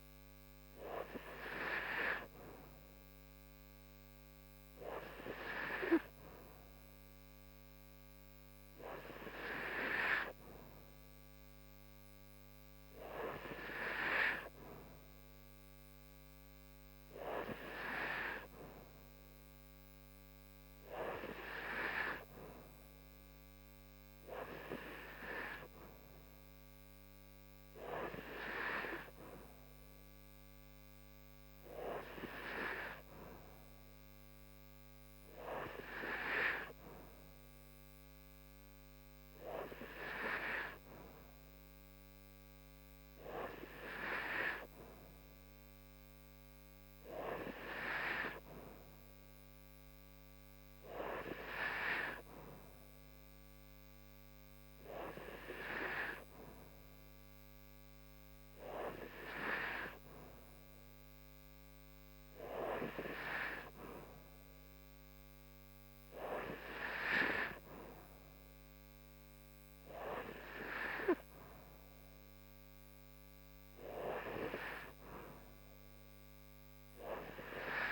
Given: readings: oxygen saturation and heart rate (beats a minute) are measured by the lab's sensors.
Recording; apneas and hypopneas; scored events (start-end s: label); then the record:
breathing in sleep by a microphone on the trachea; none
none scored
From the record:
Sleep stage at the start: N2 (light sleep); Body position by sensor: upright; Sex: female